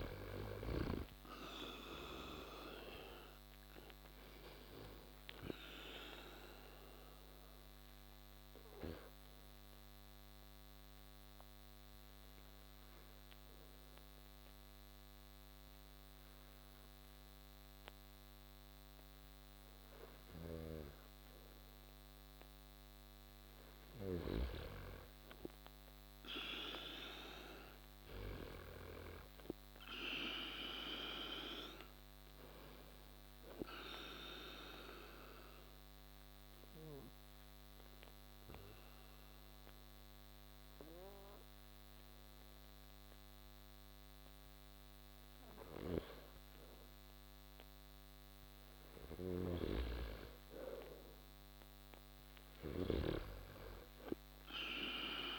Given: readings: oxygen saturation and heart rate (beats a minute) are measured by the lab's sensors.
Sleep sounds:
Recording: breathing in sleep by a microphone on the trachea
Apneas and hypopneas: 2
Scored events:
7.50-28.50 s: oxygen desaturation (device-marked, oxygen 96% before, 91% lowest)
8.50-24.00 s: obstructive apnea (oxygen 97% before, 90% lowest)
26.50-30.50 s: arousal
33.00-46.50 s: obstructive apnea (oxygen 97% before, 90% lowest)
38.50-50.50 s: oxygen desaturation (device-marked, oxygen 97% before, 91% lowest)
49.50-53.00 s: arousal
From the record:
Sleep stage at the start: N2 (light sleep)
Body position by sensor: on the back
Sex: male

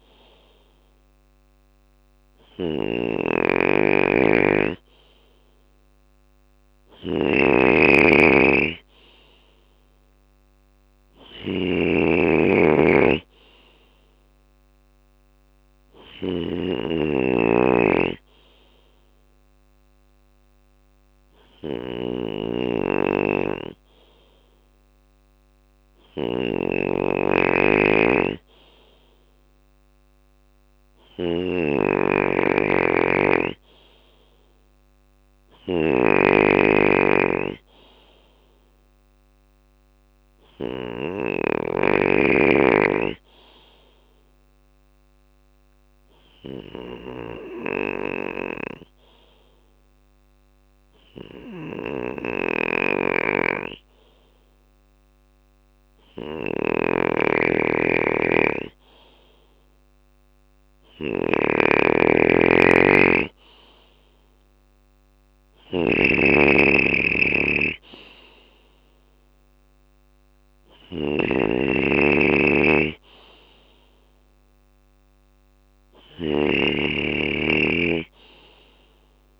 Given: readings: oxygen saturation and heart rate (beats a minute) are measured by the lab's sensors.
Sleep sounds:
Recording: breathing in sleep by a microphone on the trachea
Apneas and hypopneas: 1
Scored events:
0.00-40.00 s: snoring (device-marked)
36.00-39.00 s: arousal
38.00-53.00 s: drop in pulse transit time (device-marked, heart rate 65 before, 61 extreme)
41.50-58.50 s: obstructive apnea (oxygen 96% before, 93% lowest, heart rate 65 before, 61 extreme, up 5 after)
50.50-79.40 s: snoring (device-marked)
63.50-67.00 s: arousal
From the record:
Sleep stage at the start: N2 (light sleep)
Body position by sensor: on the left side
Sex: male

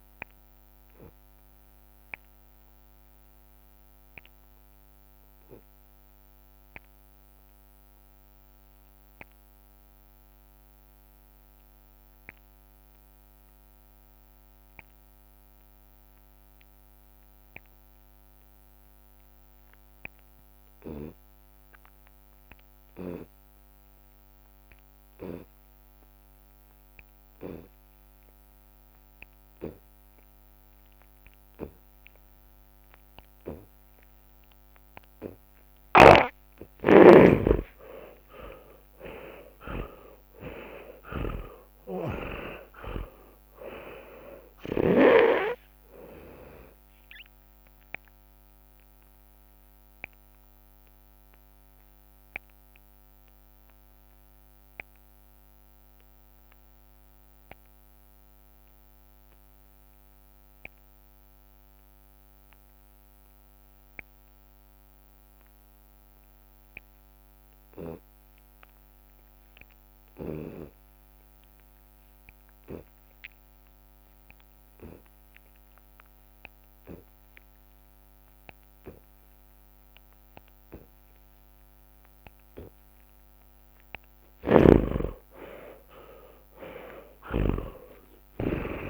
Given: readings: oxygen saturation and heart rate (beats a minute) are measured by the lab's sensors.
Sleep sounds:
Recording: breathing in sleep by a microphone on the trachea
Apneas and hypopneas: 2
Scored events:
0.00-1.50 s: long interval between heartbeats (device-marked)
1.50-35.00 s: obstructive apnea (oxygen 97% before, 73% lowest)
3.50-5.50 s: long interval between heartbeats (device-marked, heart rate 49 before, 39 extreme)
5.50-7.50 s: long interval between heartbeats (device-marked, heart rate 45 before, 29 extreme)
9.00-22.00 s: drop in pulse transit time (device-marked)
16.00-39.00 s: oxygen desaturation (device-marked, oxygen 96% before, 73% lowest)
24.50-26.50 s: long interval between heartbeats (device-marked)
28.50-30.50 s: long interval between heartbeats (device-marked, heart rate 30 before, 72 extreme)
31.00-33.00 s: long interval between heartbeats (device-marked, heart rate 36 before, 64 extreme)
34.00-36.00 s: long interval between heartbeats (device-marked, heart rate 42 before, 65 extreme)
36.00-38.00 s: long interval between heartbeats (device-marked, heart rate 48 before, 77 extreme)
36.00-42.50 s: snoring (device-marked)
37.50-43.00 s: arousal
39.50-41.50 s: long interval between heartbeats (device-marked, heart rate 57 before, 53 extreme)
41.00-50.00 s: drop in pulse transit time (device-marked)
45.50-47.50 s: long interval between heartbeats (device-marked, heart rate 62 before, 26 extreme)
48.00-50.00 s: long interval between heartbeats (device-marked, heart rate 55 before, 37 extreme)
48.00-82.50 s: obstructive apnea (oxygen 95% before, 67% lowest)
54.50-56.50 s: long interval between heartbeats (device-marked, heart rate 47 before, 35 extreme)
57.50-59.50 s: long interval between heartbeats (device-marked, heart rate 42 before, 40 extreme)
58.00-67.00 s: drop in pulse transit time (device-marked, heart rate 40 before, 40 extreme)
60.50-62.50 s: long interval between heartbeats (device-marked, heart rate 39 before, 67 extreme)
64.00-66.00 s: long interval between heartbeats (device-marked, heart rate 42 before, 73 extreme)
64.00-75.00 s: oxygen desaturation (device-marked, oxygen 97% before, 75% lowest)
69.50-71.50 s: long interval between heartbeats (device-marked, heart rate 53 before, 87 extreme)
71.50-73.50 s: long interval between heartbeats (device-marked, heart rate 58 before, 74 extreme)
75.50-77.50 s: long interval between heartbeats (device-marked, heart rate 65 before, 80 extreme)
84.00-86.00 s: long interval between heartbeats (device-marked, heart rate 76 before, 64 extreme)
84.00-88.00 s: arousal
84.50-88.90 s: snoring (device-marked)
From the record:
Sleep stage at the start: N2 (light sleep)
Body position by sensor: on the left side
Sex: male

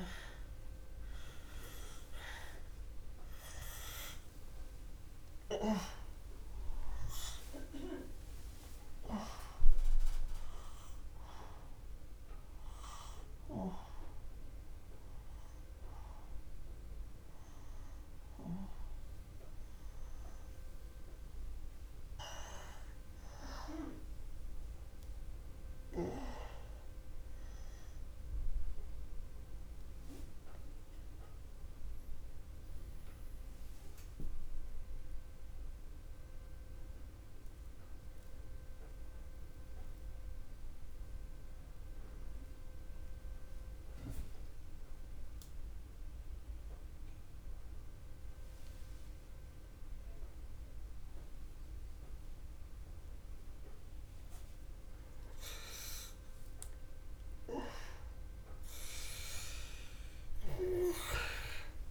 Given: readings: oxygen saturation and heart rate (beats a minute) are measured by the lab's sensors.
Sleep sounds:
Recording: breathing in sleep by a room microphone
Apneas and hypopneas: 1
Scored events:
0.00-1.50 s: snoring (device-marked)
0.00-32.50 s: oxygen desaturation (device-marked, oxygen 88% lowest, heart rate 53 extreme)
21.50-26.00 s: arousal
30.00-56.50 s: obstructive apnea (oxygen 94% before, 86% lowest, heart rate 62 before, 46 extreme, up 9 after)
57.50-61.91 s: oxygen desaturation (device-marked, oxygen 97% before, 86% lowest, heart rate 66 before, 29 extreme)
58.50-61.91 s: arousal
From the record:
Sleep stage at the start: N2 (light sleep)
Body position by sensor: on the back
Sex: male

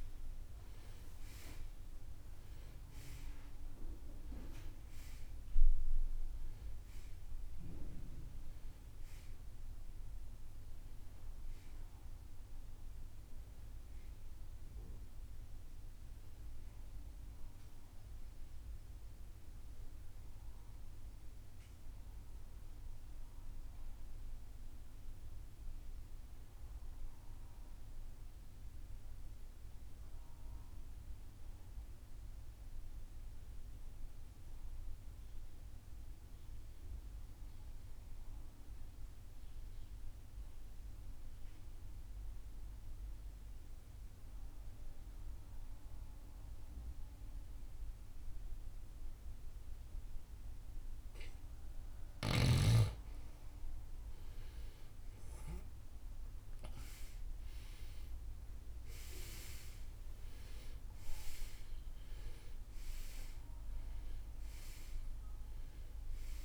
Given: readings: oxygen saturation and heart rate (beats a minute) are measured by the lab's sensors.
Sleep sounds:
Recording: breathing in sleep by a room microphone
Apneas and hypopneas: 1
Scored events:
0.00-32.00 s: oxygen desaturation (device-marked, oxygen 78% lowest, heart rate 52 extreme)
21.00-66.45 s: new sleep stage, N2 (light sleep)
21.50-51.50 s: mixed apnea (oxygen 94% before, 78% lowest, heart rate 82 before, 52 extreme, up 12 after)
51.00-66.45 s: oxygen desaturation (device-marked, oxygen 98% before, 80% lowest, heart rate 64 before, 50 extreme)
54.50-59.00 s: arousal
From the record:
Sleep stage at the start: N1 (lightest sleep)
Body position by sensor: on the right side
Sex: male

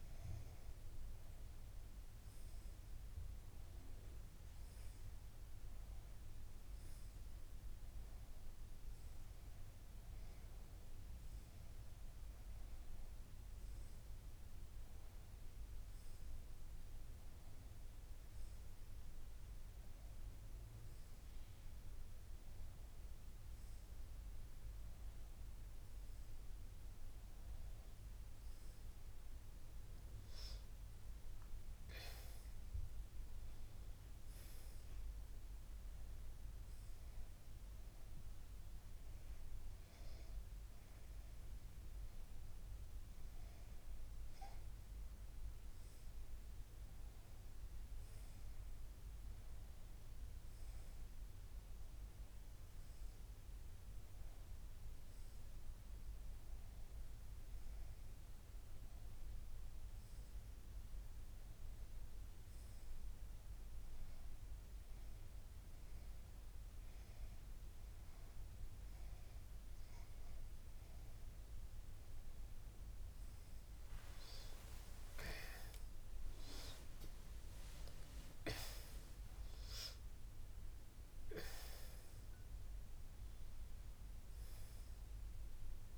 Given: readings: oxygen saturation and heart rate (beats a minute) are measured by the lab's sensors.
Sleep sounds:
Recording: breathing in sleep, hard to hear, by a room microphone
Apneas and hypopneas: none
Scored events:
21.00-85.98 s: new sleep stage, N2 (light sleep)
73.50-78.00 s: arousal
From the record:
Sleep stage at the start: N1 (lightest sleep)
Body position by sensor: on the back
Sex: female

